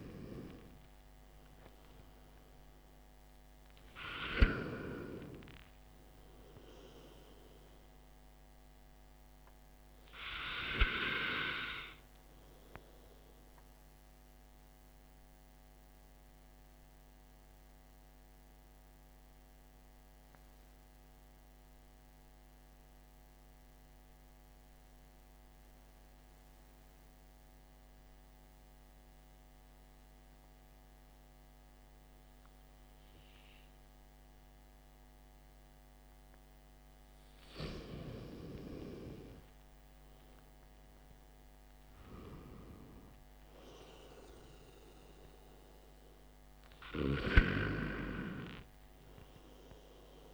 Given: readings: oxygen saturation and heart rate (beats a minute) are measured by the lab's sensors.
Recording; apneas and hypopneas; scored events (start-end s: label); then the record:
breathing in sleep by a microphone on the trachea; 1
19.00-34.50 s: central apnea (oxygen 97% before, 94% lowest, heart rate 56 before, 49 extreme, up 7 after)
39.00-42.00 s: arousal
From the record:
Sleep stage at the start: N2 (light sleep); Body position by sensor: on the back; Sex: male